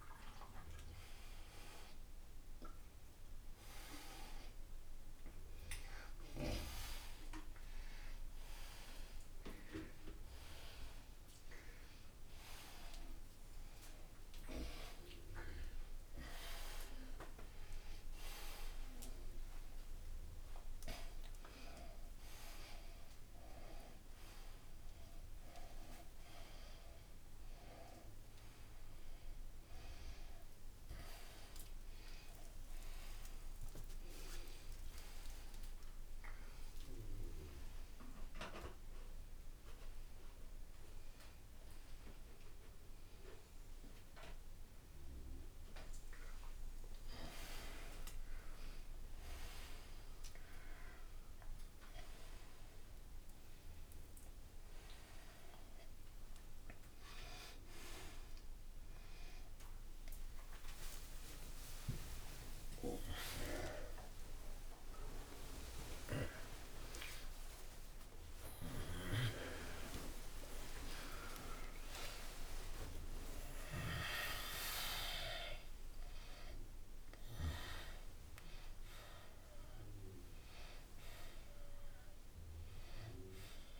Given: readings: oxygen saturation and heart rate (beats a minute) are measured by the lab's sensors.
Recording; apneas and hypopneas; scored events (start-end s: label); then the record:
a person awake in a sleep study, by a room microphone; none
none scored
From the record:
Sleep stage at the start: awake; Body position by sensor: on the front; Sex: male